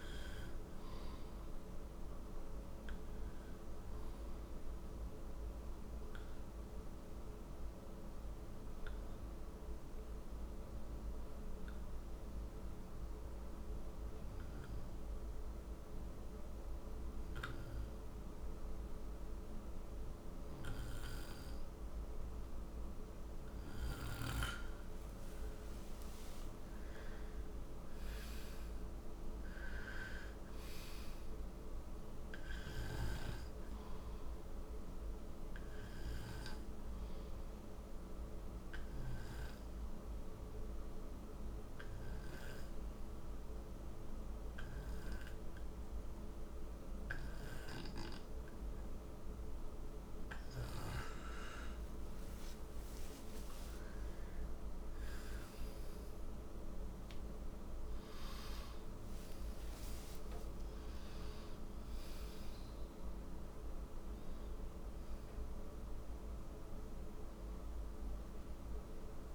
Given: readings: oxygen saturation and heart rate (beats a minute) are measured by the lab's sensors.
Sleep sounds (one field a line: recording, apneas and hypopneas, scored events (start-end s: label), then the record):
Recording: breathing in sleep, hard to hear, by a room microphone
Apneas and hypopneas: 2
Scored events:
0.00-15.00 s: oxygen desaturation (device-marked, oxygen 88% lowest, heart rate 55 extreme)
6.00-22.00 s: hypopnea (oxygen 95% before, 88% lowest, heart rate 68 before, 55 extreme, up 16 after)
24.50-28.50 s: arousal
28.00-47.00 s: oxygen desaturation (device-marked, oxygen 98% before, 92% lowest, heart rate 67 before, 55 extreme)
38.50-51.00 s: obstructive apnea (oxygen 98% before, 90% lowest, heart rate 67 before, 56 extreme)
53.50-58.50 s: arousal
61.00-69.34 s: oxygen desaturation (device-marked, oxygen 96% before, 91% lowest, heart rate 85 before, 56 extreme)
From the record:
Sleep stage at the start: N2 (light sleep)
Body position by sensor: on the right side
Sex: male